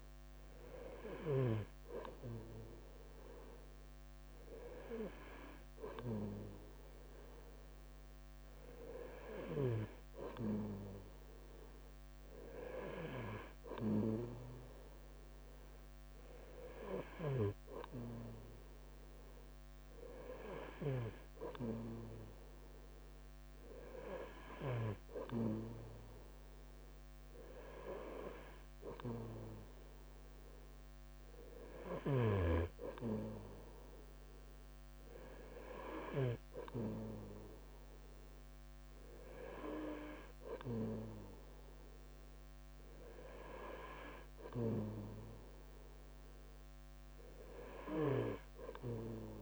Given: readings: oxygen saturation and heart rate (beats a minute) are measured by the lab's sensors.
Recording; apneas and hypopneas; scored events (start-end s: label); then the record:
breathing in sleep by a microphone on the trachea; none
0.00-49.42 s: bradycardia (device-marked, heart rate 48 extreme)
From the record:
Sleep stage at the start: N3 (deep sleep); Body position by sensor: on the right side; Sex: male